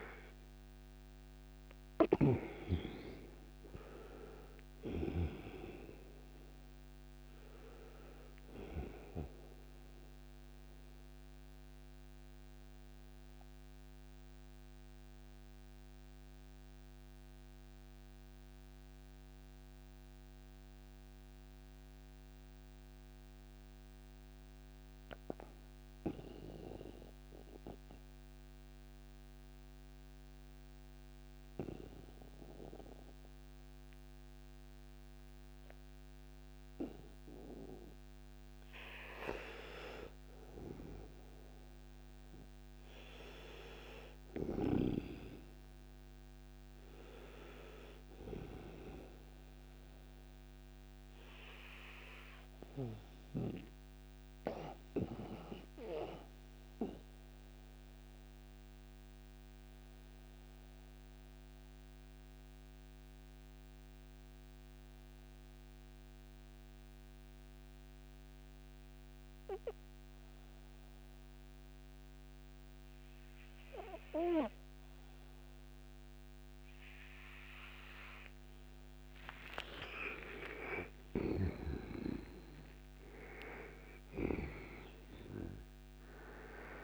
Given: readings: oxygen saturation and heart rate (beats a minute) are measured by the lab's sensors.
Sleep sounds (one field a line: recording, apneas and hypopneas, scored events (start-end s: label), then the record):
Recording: breathing in sleep by a microphone on the trachea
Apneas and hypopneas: 2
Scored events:
0.00-2.00 s: arousal
0.00-5.00 s: snoring (device-marked)
0.00-29.50 s: oxygen desaturation (device-marked, oxygen 76% lowest, heart rate 54 extreme)
10.00-38.50 s: mixed apnea (oxygen 98% before, 76% lowest, heart rate 63 before, 56 extreme, up 11 after)
40.50-44.50 s: arousal
46.50-69.50 s: oxygen desaturation (device-marked, oxygen 98% before, 88% lowest, heart rate 64 before, 57 extreme)
54.50-78.50 s: mixed apnea (oxygen 99% before, 83% lowest, heart rate 65 before, 57 extreme, up 10 after)
79.50-85.00 s: arousal
79.50-86.84 s: oxygen desaturation (device-marked, oxygen 97% before, 83% lowest, heart rate 59 before, 45 extreme)
80.50-84.00 s: snoring (device-marked)
From the record:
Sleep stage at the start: N2 (light sleep)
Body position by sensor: on the right side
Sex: male